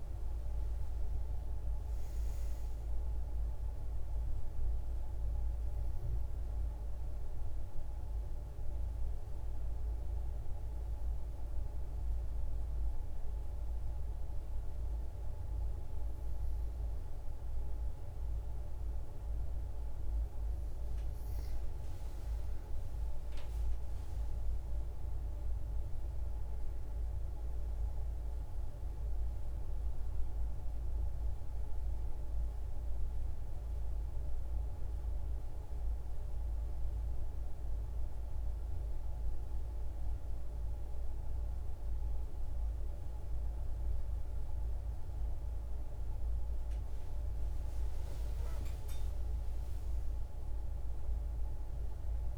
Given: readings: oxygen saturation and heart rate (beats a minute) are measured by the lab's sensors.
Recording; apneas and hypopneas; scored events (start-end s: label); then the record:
breathing in sleep, hard to hear, by a room microphone; 2
0.00-1.50 s: arousal
1.00-20.00 s: oxygen desaturation (device-marked, oxygen 96% before, 90% lowest, heart rate 55 before, 84 extreme)
7.00-19.50 s: obstructive apnea (oxygen 96% before, 90% lowest, heart rate 58 before, 154 extreme)
22.50-26.50 s: arousal
34.00-45.50 s: hypopnea (oxygen 97% before, 90% lowest, heart rate 192 before, 167 extreme, up 22 after)
47.50-51.50 s: arousal
From the record:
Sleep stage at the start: N2 (light sleep); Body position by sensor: on the back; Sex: female